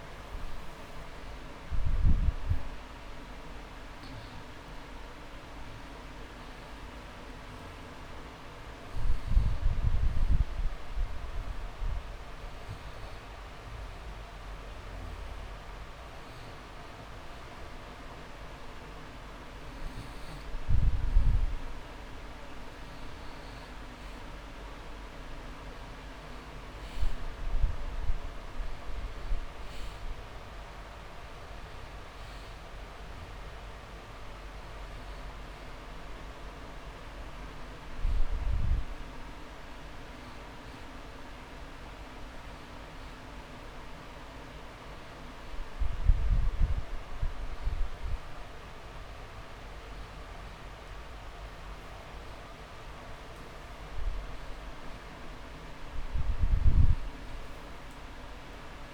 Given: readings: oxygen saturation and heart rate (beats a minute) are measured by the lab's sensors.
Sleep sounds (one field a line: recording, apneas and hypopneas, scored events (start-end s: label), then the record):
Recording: breathing in sleep, hard to hear, by a room microphone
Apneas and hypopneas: none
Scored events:
34.00-36.00 s: long interval between heartbeats (device-marked)
From the record:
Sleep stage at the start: N2 (light sleep)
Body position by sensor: on the back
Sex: male